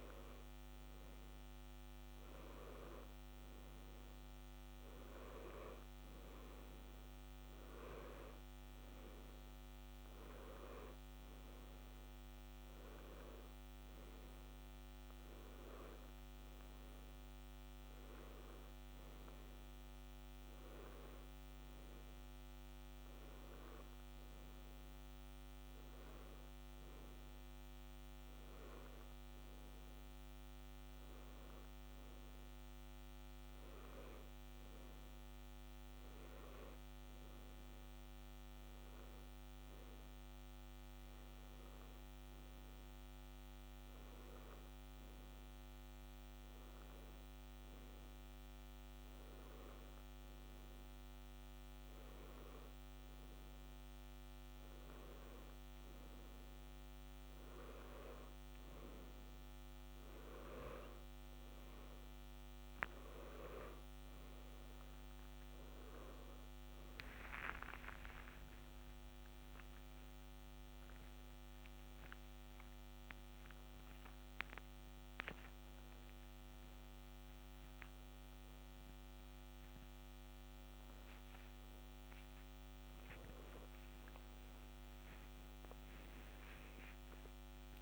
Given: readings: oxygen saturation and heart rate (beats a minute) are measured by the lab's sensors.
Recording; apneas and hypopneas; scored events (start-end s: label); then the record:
a person partly awake in a sleep study, hard to hear, by a microphone on the trachea; none
62.00-87.81 s: new sleep stage, awake
From the record:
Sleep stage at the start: N2 (light sleep); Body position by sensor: on the left side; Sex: male